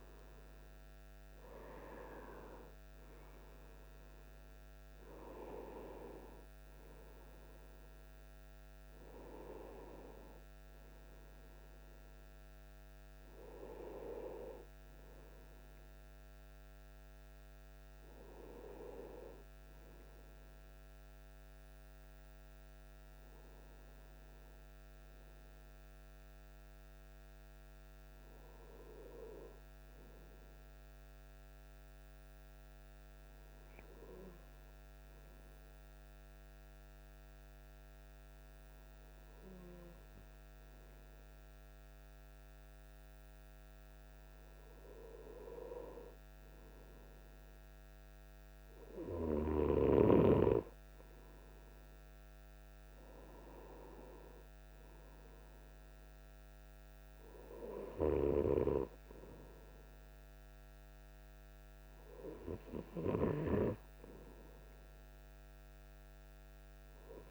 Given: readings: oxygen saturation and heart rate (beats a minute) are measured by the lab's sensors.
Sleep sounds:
breathing in sleep by a microphone on the trachea; 1
3.00-7.50 s: arousal
26.00-44.00 s: hypopnea (oxygen 97% before, 96% lowest, heart rate 53 before, 51 extreme, up 3 after)
46.50-50.00 s: arousal
From the record:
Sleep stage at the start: N2 (light sleep); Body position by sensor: on the right side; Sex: male

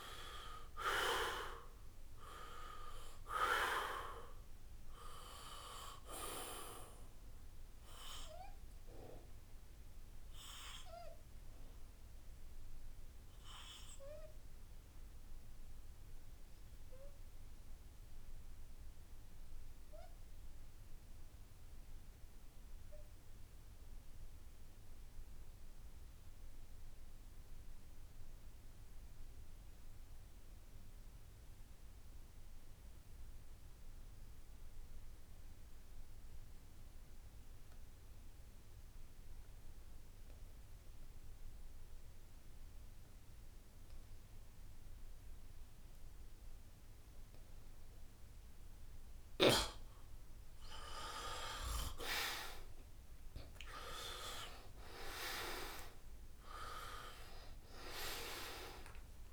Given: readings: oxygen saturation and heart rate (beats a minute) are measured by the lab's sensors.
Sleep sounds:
breathing in sleep by a room microphone; 1
0.00-2.00 s: arousal
0.00-25.50 s: oxygen desaturation (device-marked, oxygen 75% lowest, heart rate 66 extreme)
10.00-50.50 s: obstructive apnea (oxygen 96% before, 75% lowest, heart rate 76 before, 66 extreme, up 7 after)
36.50-59.33 s: oxygen desaturation (device-marked, oxygen 98% before, 76% lowest, heart rate 69 before, 60 extreme)
53.00-57.50 s: arousal
From the record:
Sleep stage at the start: N2 (light sleep); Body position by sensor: on the back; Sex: male

